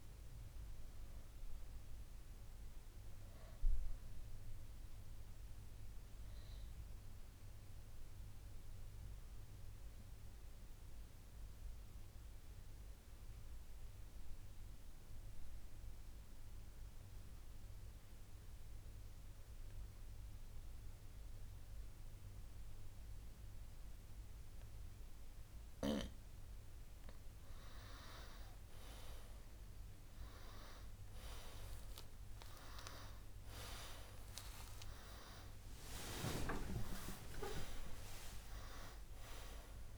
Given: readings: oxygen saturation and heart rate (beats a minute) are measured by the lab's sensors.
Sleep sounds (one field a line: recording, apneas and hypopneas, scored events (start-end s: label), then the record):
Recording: breathing in sleep by a room microphone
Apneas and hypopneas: 1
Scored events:
0.00-19.00 s: oxygen desaturation (device-marked, oxygen 89% lowest, heart rate 57 extreme)
5.00-26.50 s: obstructive apnea (oxygen 97% before, 89% lowest, heart rate 67 before, 58 extreme, up 9 after)
30.00-35.00 s: arousal
36.00-39.98 s: oxygen desaturation (device-marked, oxygen 97% before, 93% lowest, heart rate 63 before, 58 extreme)
From the record:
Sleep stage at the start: N2 (light sleep)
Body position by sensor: on the right side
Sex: male